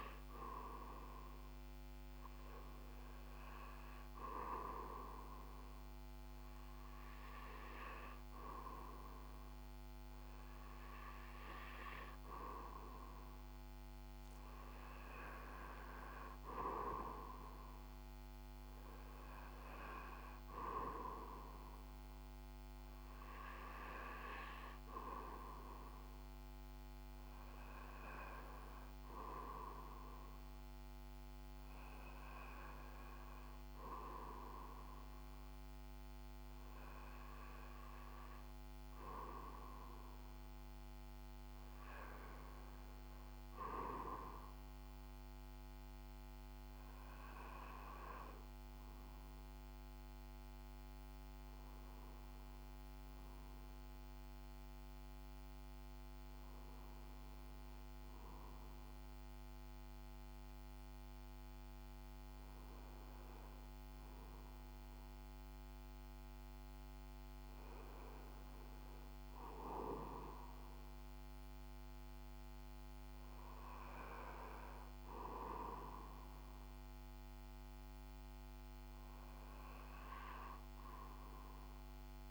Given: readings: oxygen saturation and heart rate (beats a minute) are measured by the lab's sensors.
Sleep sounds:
breathing in sleep by a microphone on the trachea; none
none scored
From the record:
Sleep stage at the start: REM sleep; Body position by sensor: on the back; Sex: male

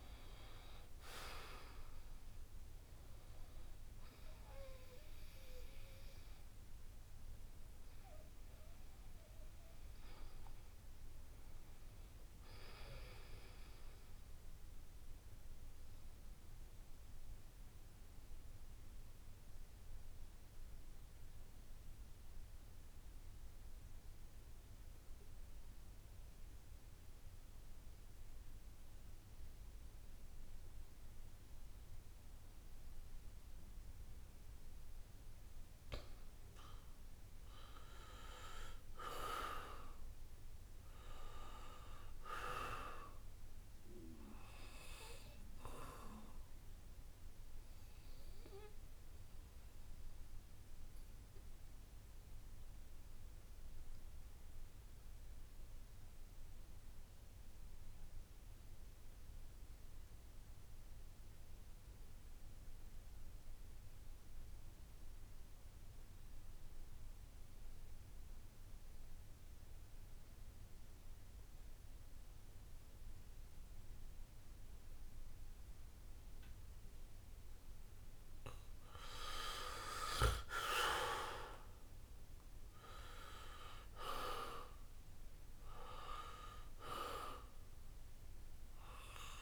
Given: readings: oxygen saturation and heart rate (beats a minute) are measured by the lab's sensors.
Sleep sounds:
breathing in sleep by a room microphone; 2
0.00-4.50 s: oxygen desaturation (device-marked, oxygen 88% lowest, heart rate 68 extreme)
10.00-13.50 s: arousal
16.00-36.50 s: mixed apnea (oxygen 91% before, 83% lowest, heart rate 74 before, 69 extreme, up 4 after)
37.50-42.00 s: arousal
37.50-61.50 s: oxygen desaturation (device-marked, oxygen 95% before, 86% lowest, heart rate 71 before, 69 extreme)
45.00-47.00 s: long interval between heartbeats (device-marked, heart rate 73 before, 76 extreme)
47.50-78.00 s: obstructive apnea (oxygen 95% before, 81% lowest, heart rate 74 before, 67 extreme, up 5 after)
49.50-51.50 s: long interval between heartbeats (device-marked, heart rate 74 before, 71 extreme)
74.50-89.42 s: oxygen desaturation (device-marked, oxygen 95% before, 81% lowest, heart rate 72 before, 67 extreme)
81.00-85.50 s: arousal
From the record:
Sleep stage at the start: N2 (light sleep); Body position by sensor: on the back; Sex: male

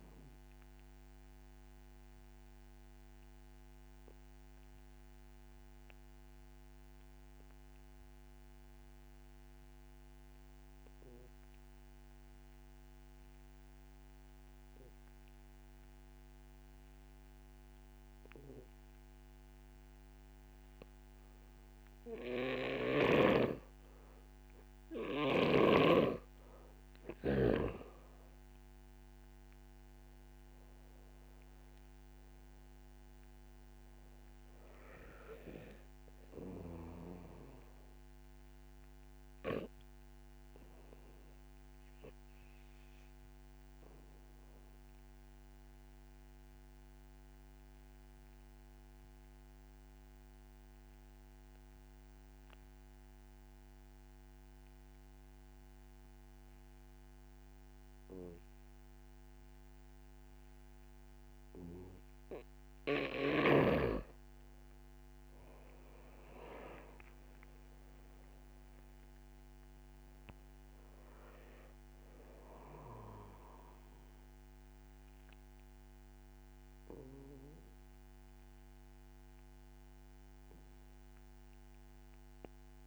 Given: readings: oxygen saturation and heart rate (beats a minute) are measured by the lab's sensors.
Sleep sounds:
breathing in sleep by a microphone on the trachea; 2
0.00-10.50 s: oxygen desaturation (device-marked, oxygen 85% lowest)
1.00-25.50 s: obstructive apnea (oxygen 96% before, 85% lowest, heart rate 51 before, 53 extreme, up 0 after)
24.50-52.50 s: oxygen desaturation (device-marked, oxygen 97% before, 87% lowest, heart rate 68 before, 43 extreme)
29.00-33.00 s: arousal
44.50-63.00 s: obstructive apnea (oxygen 97% before, 87% lowest, heart rate 60 before, 43 extreme, up 0 after)
64.50-67.50 s: arousal
66.50-82.87 s: oxygen desaturation (device-marked, oxygen 96% before, 88% lowest, heart rate 65 before, 43 extreme)
From the record:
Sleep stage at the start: N2 (light sleep); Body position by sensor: on the back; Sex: male

